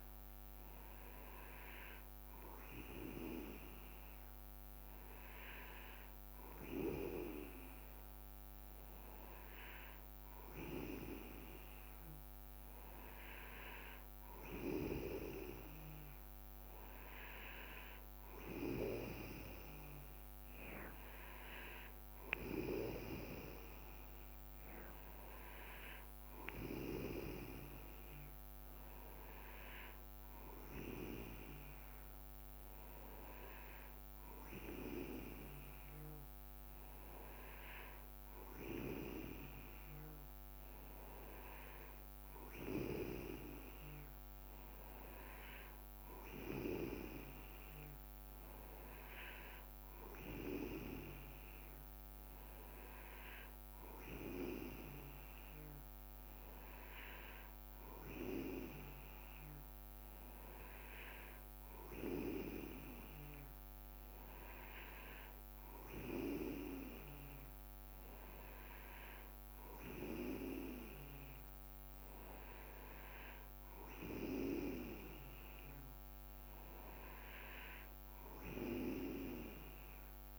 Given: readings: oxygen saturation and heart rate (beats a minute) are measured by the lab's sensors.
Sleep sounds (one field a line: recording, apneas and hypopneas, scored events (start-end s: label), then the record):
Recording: breathing in sleep by a microphone on the trachea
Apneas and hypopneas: none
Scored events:
none scored
From the record:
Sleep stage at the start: N2 (light sleep)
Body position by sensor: on the back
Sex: male